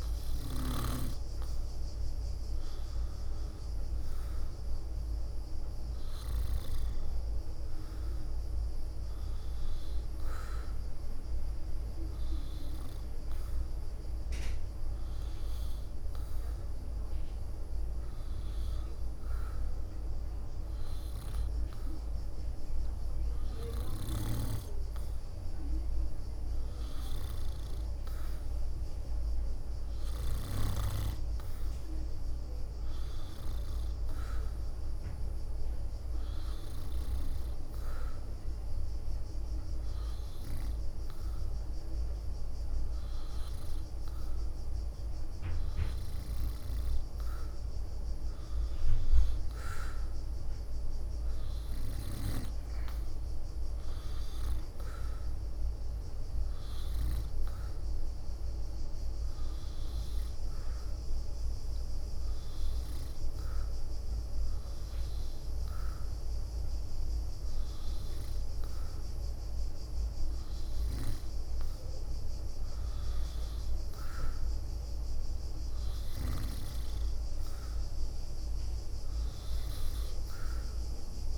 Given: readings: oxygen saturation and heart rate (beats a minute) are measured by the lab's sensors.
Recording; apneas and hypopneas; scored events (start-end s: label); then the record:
breathing in sleep by a room microphone; 2
5.00-9.00 s: leg movement (device-marked)
5.50-10.00 s: arousal
16.00-27.50 s: hypopnea (oxygen 94% before, 90% lowest, heart rate 74 before, 70 extreme, up 3 after)
31.50-35.50 s: arousal
33.50-37.00 s: leg movement (device-marked)
46.00-48.50 s: leg movement (device-marked)
52.50-56.50 s: leg movement (device-marked)
58.00-60.50 s: leg movement (device-marked)
58.00-69.50 s: hypopnea (oxygen 93% before, 87% lowest, heart rate 73 before, 72 extreme, up 2 after)
72.00-75.00 s: arousal
73.50-77.00 s: leg movement (device-marked)
80.00-81.38 s: leg movement (device-marked)
From the record:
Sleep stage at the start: N2 (light sleep); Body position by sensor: on the back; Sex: female